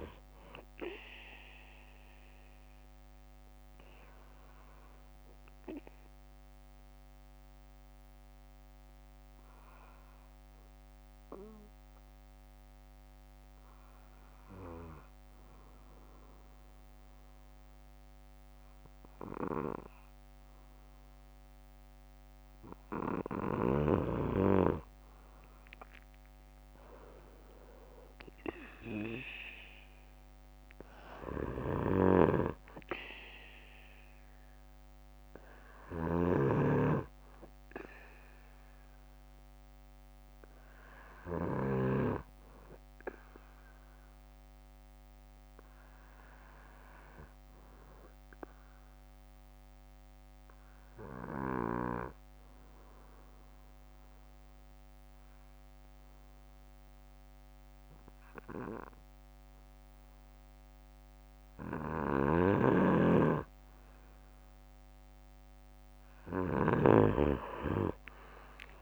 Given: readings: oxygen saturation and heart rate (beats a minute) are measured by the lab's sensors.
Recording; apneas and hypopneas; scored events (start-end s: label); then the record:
breathing in sleep by a microphone on the trachea; 2
3.50-21.00 s: obstructive apnea (oxygen 95% before, 93% lowest, heart rate 66 before, 57 extreme, up 11 after)
6.00-9.00 s: bradycardia (device-marked, heart rate 63 before, 59 extreme)
26.00-29.00 s: arousal
49.00-62.00 s: obstructive apnea (oxygen 96% before, 93% lowest, heart rate 63 before, 57 extreme, up 9 after)
54.00-56.00 s: bradycardia (device-marked, heart rate 63 before, 59 extreme)
61.50-66.50 s: snoring (device-marked)
From the record:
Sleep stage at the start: N2 (light sleep); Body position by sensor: on the back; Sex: male